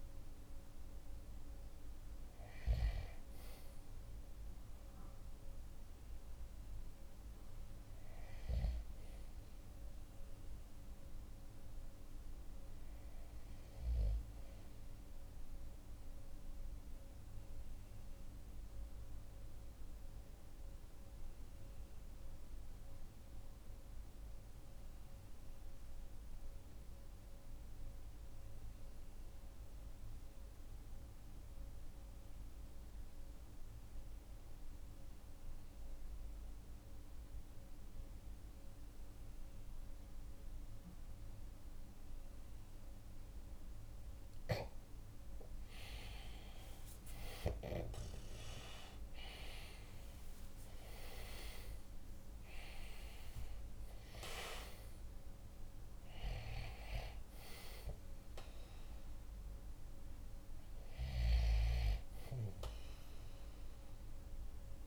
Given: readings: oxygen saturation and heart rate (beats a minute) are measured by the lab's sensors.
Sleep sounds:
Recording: breathing in sleep by a room microphone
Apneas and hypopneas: 1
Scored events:
0.00-15.50 s: oxygen desaturation (device-marked, oxygen 93% lowest, heart rate 46 extreme)
15.00-43.50 s: obstructive apnea (oxygen 97% before, 91% lowest, heart rate 47 before, 46 extreme, up 5 after)
47.00-52.00 s: arousal
51.50-64.87 s: oxygen desaturation (device-marked, oxygen 97% before, 91% lowest, heart rate 47 before, 45 extreme)
From the record:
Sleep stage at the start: REM sleep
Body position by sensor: on the right side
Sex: male

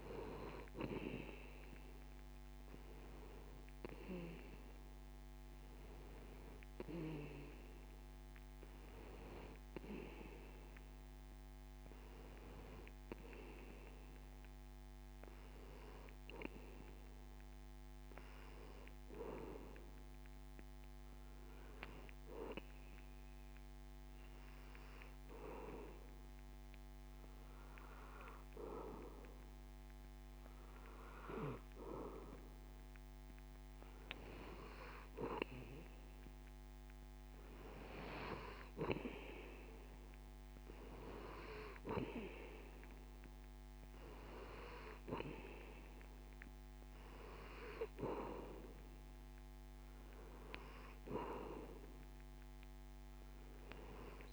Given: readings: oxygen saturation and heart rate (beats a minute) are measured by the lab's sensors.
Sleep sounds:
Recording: breathing in sleep by a microphone on the trachea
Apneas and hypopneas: none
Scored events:
53.00-54.33 s: new sleep stage, awake
From the record:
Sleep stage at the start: N2 (light sleep)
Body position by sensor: on the back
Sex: male

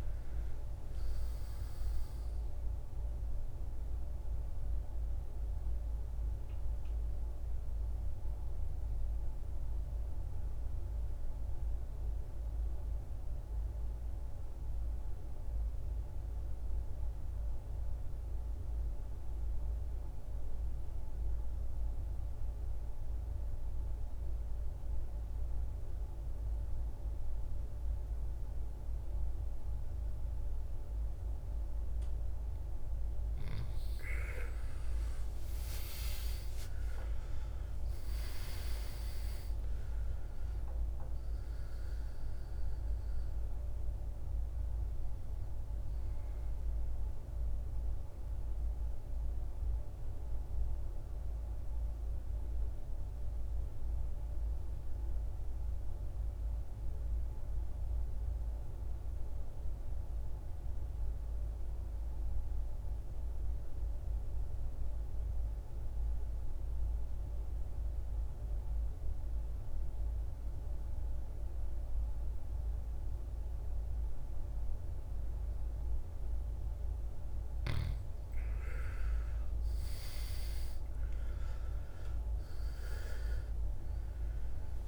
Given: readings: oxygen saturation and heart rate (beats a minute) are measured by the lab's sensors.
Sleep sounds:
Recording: breathing in sleep, hard to hear, by a room microphone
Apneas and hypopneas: 2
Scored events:
0.00-19.00 s: oxygen desaturation (device-marked, oxygen 84% lowest, heart rate 51 extreme)
8.50-32.50 s: mixed apnea (oxygen 98% before, 81% lowest, heart rate 66 before, 52 extreme, up 21 after)
34.00-38.00 s: arousal
34.00-60.00 s: oxygen desaturation (device-marked, oxygen 98% before, 81% lowest, heart rate 55 before, 52 extreme)
53.00-77.00 s: mixed apnea (oxygen 98% before, 80% lowest, heart rate 66 before, 53 extreme, up 16 after)
77.00-84.88 s: oxygen desaturation (device-marked, oxygen 98% before, 80% lowest, heart rate 57 before, 52 extreme)
79.00-82.50 s: arousal
From the record:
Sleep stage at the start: N2 (light sleep)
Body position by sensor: on the back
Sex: male

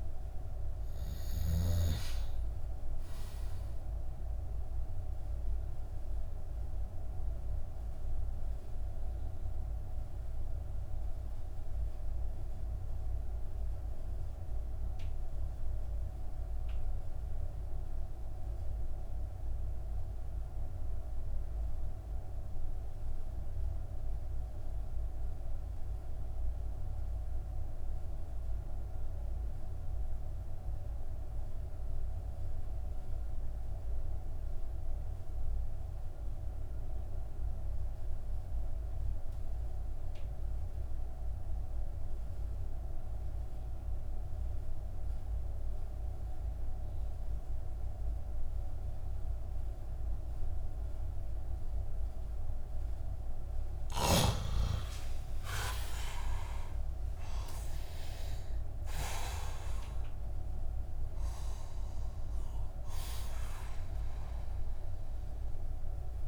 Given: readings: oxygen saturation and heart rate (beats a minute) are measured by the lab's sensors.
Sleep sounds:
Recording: breathing in sleep, hard to hear, by a room microphone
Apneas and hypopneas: 1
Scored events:
0.00-26.00 s: oxygen desaturation (device-marked, oxygen 89% lowest)
5.50-51.50 s: mixed apnea (oxygen 97% before, 88% lowest)
53.00-57.00 s: arousal
From the record:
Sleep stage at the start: N2 (light sleep)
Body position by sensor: on the back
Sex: male

